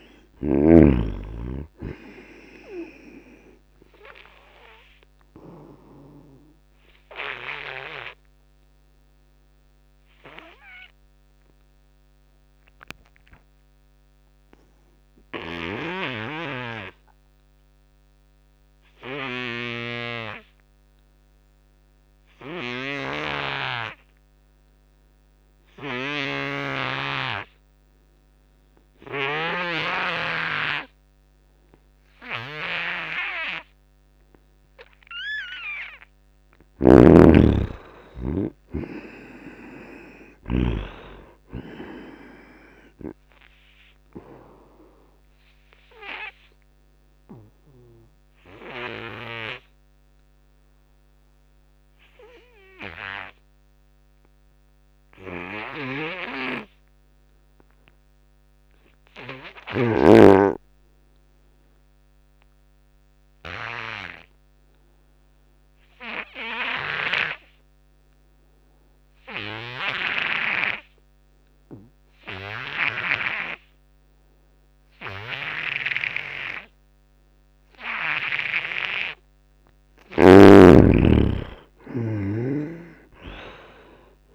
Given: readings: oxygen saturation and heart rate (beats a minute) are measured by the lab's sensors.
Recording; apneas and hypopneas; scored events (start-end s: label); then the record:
breathing in sleep by a microphone on the trachea; 2
0.00-18.00 s: oxygen desaturation (device-marked, oxygen 78% lowest, heart rate 67 extreme)
5.50-35.00 s: obstructive apnea (oxygen 96% before, 76% lowest, heart rate 79 before, 67 extreme, up 0 after)
29.00-63.00 s: oxygen desaturation (device-marked, oxygen 98% before, 76% lowest, heart rate 85 before, 63 extreme)
36.50-40.00 s: arousal
36.50-40.50 s: snoring (device-marked)
45.50-79.00 s: obstructive apnea (oxygen 98% before, 73% lowest, heart rate 76 before, 63 extreme, up 21 after)
75.00-84.35 s: oxygen desaturation (device-marked, oxygen 94% before, 73% lowest, heart rate 81 before, 69 extreme)
80.50-84.35 s: arousal
From the record:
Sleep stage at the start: N2 (light sleep); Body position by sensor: on the back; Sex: male